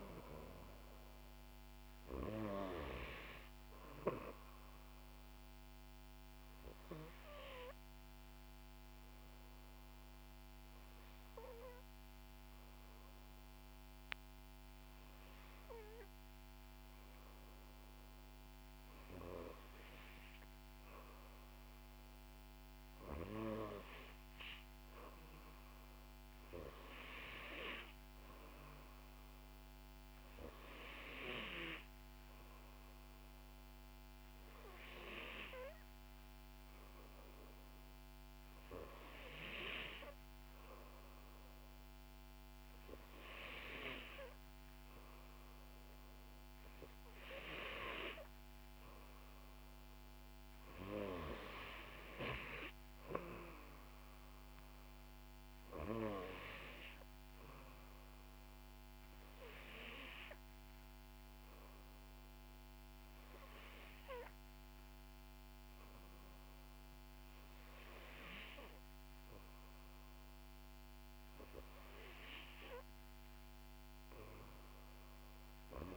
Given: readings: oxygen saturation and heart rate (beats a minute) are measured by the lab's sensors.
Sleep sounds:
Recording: breathing in sleep by a microphone on the trachea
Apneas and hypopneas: 2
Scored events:
6.50-18.50 s: hypopnea (oxygen 93% before, 90% lowest, heart rate 64 before, 58 extreme, up 5 after)
22.50-25.50 s: arousal
53.00-56.00 s: arousal
59.50-71.50 s: hypopnea (oxygen 93% before, 90% lowest, heart rate 63 before, 59 extreme, up 4 after)
73.50-75.96 s: arousal
From the record:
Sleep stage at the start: N2 (light sleep)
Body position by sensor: on the back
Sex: female

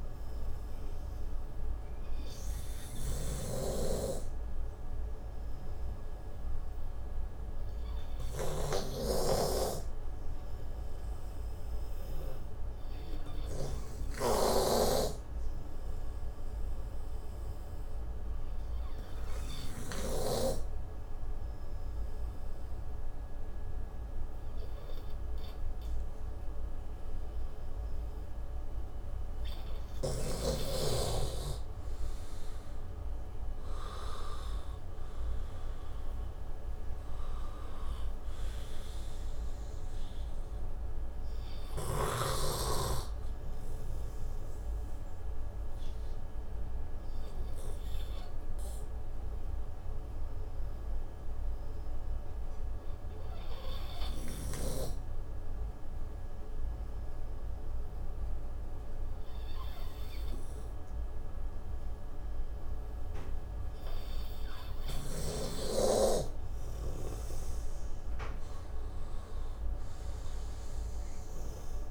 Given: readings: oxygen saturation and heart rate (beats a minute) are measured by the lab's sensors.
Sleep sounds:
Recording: breathing in sleep by a room microphone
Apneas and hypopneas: 2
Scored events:
0.00-9.00 s: snoring (device-marked)
0.00-15.00 s: oxygen desaturation (device-marked, oxygen 88% lowest)
15.50-25.50 s: obstructive apnea (oxygen 95% before, 90% lowest)
21.00-31.00 s: oxygen desaturation (device-marked, oxygen 94% before, 91% lowest)
31.00-33.50 s: arousal
42.50-65.00 s: obstructive apnea (oxygen 94% before, 90% lowest)
56.00-64.00 s: oxygen desaturation (device-marked, oxygen 93% before, 90% lowest)
67.50-70.50 s: arousal
From the record:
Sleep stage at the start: N2 (light sleep)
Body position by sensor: on the right side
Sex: male

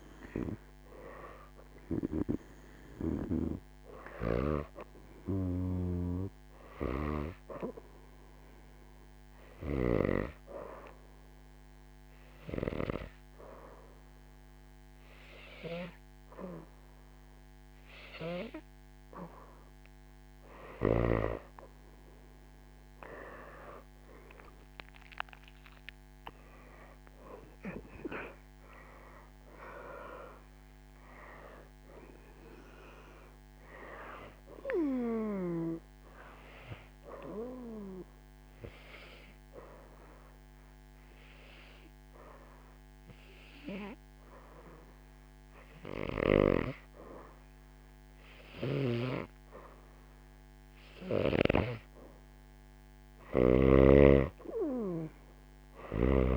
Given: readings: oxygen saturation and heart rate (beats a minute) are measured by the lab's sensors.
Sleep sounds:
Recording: breathing in sleep by a microphone on the trachea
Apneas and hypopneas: 2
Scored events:
0.50-10.50 s: oxygen desaturation (device-marked, oxygen 95% before, 90% lowest, heart rate 91 before, 86 extreme)
5.50-10.00 s: snoring (device-marked)
11.50-22.00 s: hypopnea (oxygen 95% before, 89% lowest, heart rate 91 before, 86 extreme, up 10 after)
24.50-29.00 s: arousal
27.50-46.50 s: oxygen desaturation (device-marked, oxygen 98% before, 93% lowest, heart rate 89 before, 87 extreme)
39.50-50.50 s: hypopnea (oxygen 98% before, 89% lowest, heart rate 93 before, 87 extreme, up 0 after)
48.50-53.50 s: snoring (device-marked)
53.00-56.37 s: arousal
53.50-56.37 s: oxygen desaturation (device-marked, oxygen 98% before, 89% lowest, heart rate 93 before, 89 extreme)
From the record:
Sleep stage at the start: N2 (light sleep)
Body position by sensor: on the right side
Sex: female

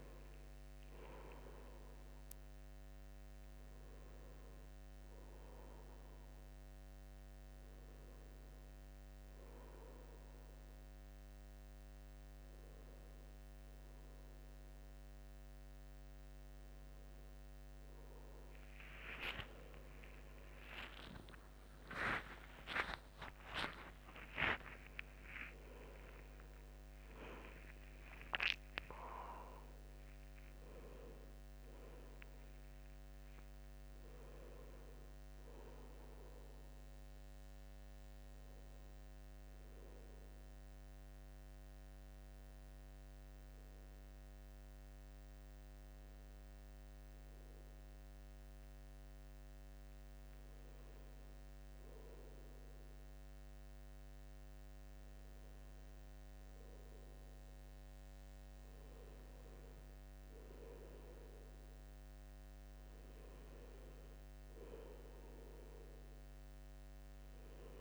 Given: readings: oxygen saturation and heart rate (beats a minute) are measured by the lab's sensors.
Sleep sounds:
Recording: a person awake in a sleep study, by a microphone on the trachea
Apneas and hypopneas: none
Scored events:
44.50-67.81 s: new sleep stage, N1 (lightest sleep)
59.50-67.81 s: oxygen desaturation (device-marked, oxygen 97% before, 94% lowest, heart rate 66 before, 74 extreme)
From the record:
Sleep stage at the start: awake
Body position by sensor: on the front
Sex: male

